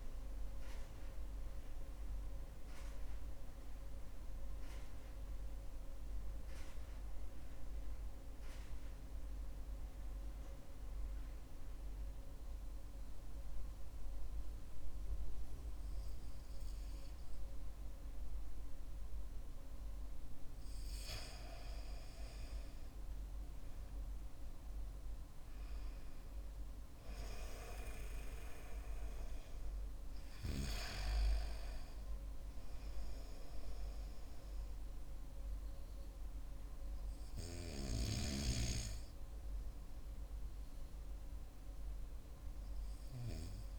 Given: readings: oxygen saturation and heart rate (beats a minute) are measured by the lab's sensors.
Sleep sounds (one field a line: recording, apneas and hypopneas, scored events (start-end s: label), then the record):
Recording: breathing in sleep by a room microphone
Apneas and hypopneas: 1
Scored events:
2.50-18.00 s: central apnea (oxygen 97% before, 94% lowest, heart rate 56 before, 49 extreme, up 7 after)
22.50-25.50 s: arousal
From the record:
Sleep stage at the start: N2 (light sleep)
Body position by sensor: on the back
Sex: male